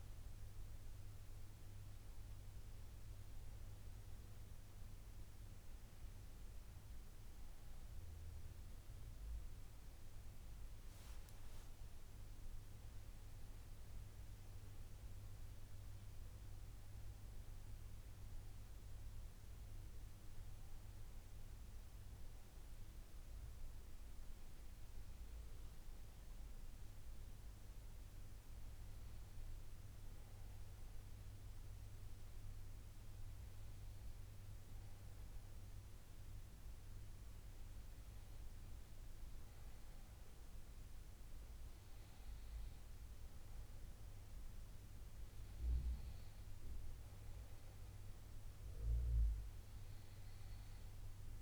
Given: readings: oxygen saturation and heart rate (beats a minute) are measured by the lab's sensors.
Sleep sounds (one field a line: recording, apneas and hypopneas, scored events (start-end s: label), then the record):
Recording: breathing in sleep, hard to hear, by a room microphone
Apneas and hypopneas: none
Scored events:
none scored
From the record:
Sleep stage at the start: N2 (light sleep)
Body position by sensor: on the back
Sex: male